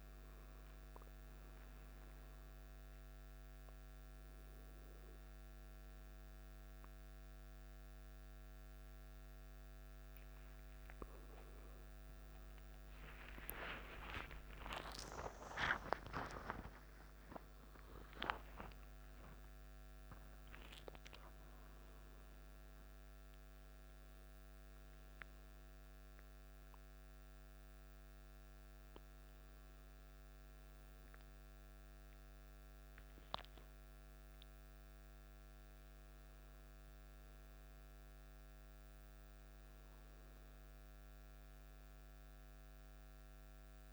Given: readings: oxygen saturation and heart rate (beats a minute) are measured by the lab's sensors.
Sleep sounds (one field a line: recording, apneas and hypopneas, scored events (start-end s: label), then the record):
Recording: breathing in sleep by a microphone on the trachea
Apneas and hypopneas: none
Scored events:
13.50-19.00 s: arousal
From the record:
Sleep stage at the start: N1 (lightest sleep)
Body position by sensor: on the back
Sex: male